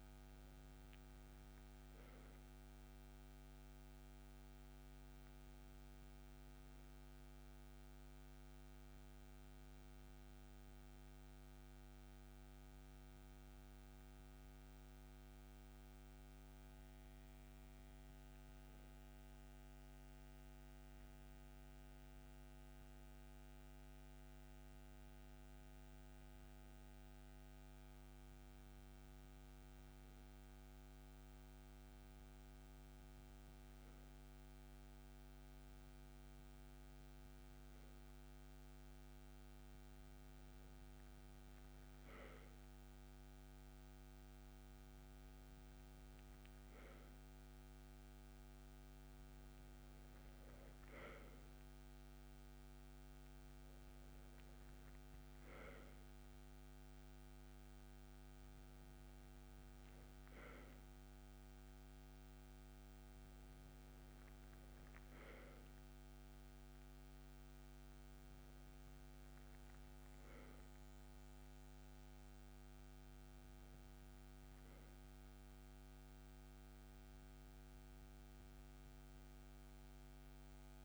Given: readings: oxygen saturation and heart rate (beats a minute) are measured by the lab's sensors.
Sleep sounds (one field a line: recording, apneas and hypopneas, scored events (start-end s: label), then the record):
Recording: breathing in sleep, hard to hear, by a microphone on the trachea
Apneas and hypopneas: 1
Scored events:
1.00-4.50 s: arousal
8.00-18.50 s: hypopnea (oxygen 96% before, 93% lowest)
21.50-25.50 s: arousal
29.00-60.00 s: oxygen desaturation (device-marked, oxygen 96% before, 93% lowest)
73.50-78.50 s: arousal
From the record:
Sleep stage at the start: N2 (light sleep)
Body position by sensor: on the right side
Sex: male